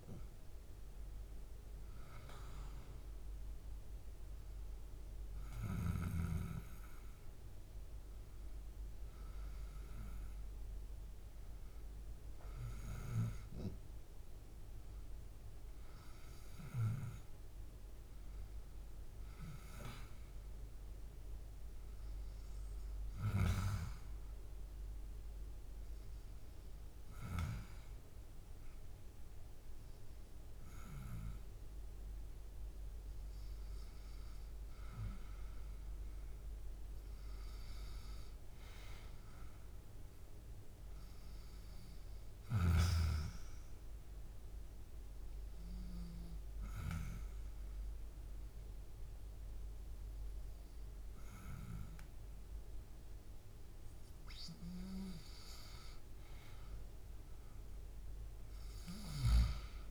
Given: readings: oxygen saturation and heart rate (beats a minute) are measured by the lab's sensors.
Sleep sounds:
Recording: breathing in sleep by a room microphone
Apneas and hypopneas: 2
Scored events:
22.50-33.50 s: hypopnea (oxygen 95% before, 90% lowest, heart rate 75 before, 72 extreme, up 1 after)
35.00-38.50 s: arousal
44.00-54.50 s: obstructive apnea (oxygen 94% before, 89% lowest, heart rate 73 before, 69 extreme, up 1 after)
46.00-58.00 s: oxygen desaturation (device-marked, oxygen 94% before, 91% lowest, heart rate 73 before, 69 extreme)
From the record:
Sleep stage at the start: N2 (light sleep)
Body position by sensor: on the back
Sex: male

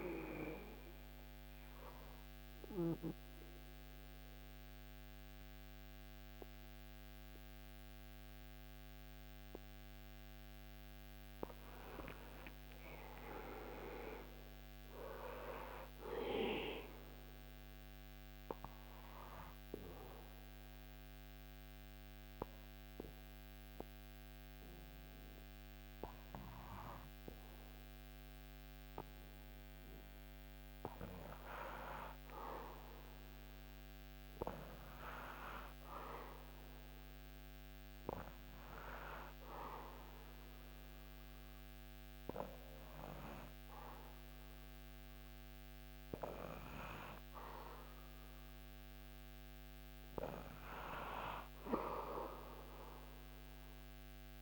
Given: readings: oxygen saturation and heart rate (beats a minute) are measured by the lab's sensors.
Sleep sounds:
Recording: breathing in sleep by a microphone on the trachea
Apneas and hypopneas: 2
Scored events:
17.50-30.00 s: obstructive apnea (oxygen 99% before, 93% lowest, heart rate 82 before, 77 extreme, up 1 after)
17.50-30.50 s: oxygen desaturation (device-marked, oxygen 99% before, 96% lowest, heart rate 82 before, 77 extreme)
32.50-35.50 s: arousal
35.50-51.50 s: oxygen desaturation (device-marked, oxygen 99% before, 96% lowest, heart rate 81 before, 77 extreme)
37.50-49.00 s: hypopnea (oxygen 99% before, 88% lowest, heart rate 80 before, 77 extreme, up 2 after)
52.50-54.42 s: arousal
From the record:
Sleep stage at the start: N2 (light sleep)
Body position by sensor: on the back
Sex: male

